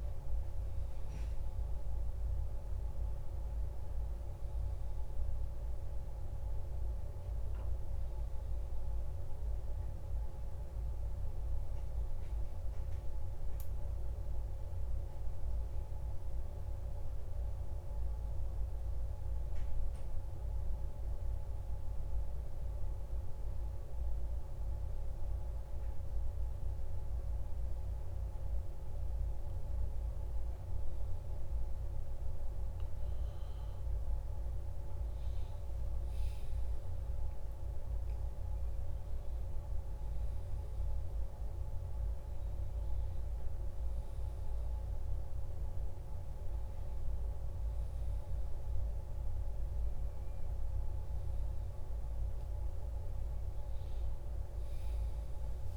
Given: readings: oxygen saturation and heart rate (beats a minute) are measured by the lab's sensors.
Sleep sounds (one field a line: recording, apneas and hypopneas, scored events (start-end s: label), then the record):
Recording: breathing in sleep, hard to hear, by a room microphone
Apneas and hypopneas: 1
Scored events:
8.50-11.50 s: arousal
16.00-31.00 s: hypopnea (oxygen 96% before, 94% lowest)
35.00-39.00 s: arousal
From the record:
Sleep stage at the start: N1 (lightest sleep)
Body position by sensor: on the back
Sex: male